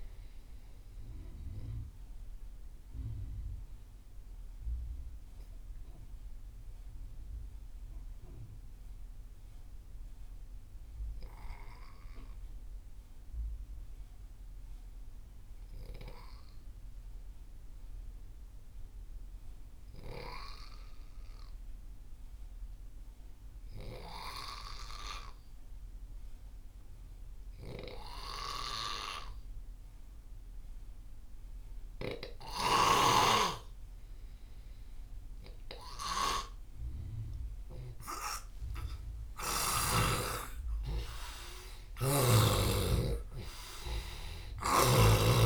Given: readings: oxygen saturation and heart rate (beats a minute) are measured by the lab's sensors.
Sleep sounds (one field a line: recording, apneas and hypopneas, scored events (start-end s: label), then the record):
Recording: breathing in sleep by a room microphone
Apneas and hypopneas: 1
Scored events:
0.00-17.00 s: oxygen desaturation (device-marked, oxygen 89% lowest)
1.50-37.00 s: obstructive apnea (oxygen 98% before, 87% lowest)
31.00-45.46 s: oxygen desaturation (device-marked, oxygen 98% before, 87% lowest)
39.00-43.00 s: arousal
41.50-45.46 s: snoring (device-marked)
From the record:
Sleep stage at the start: N2 (light sleep)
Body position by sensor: on the left side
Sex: male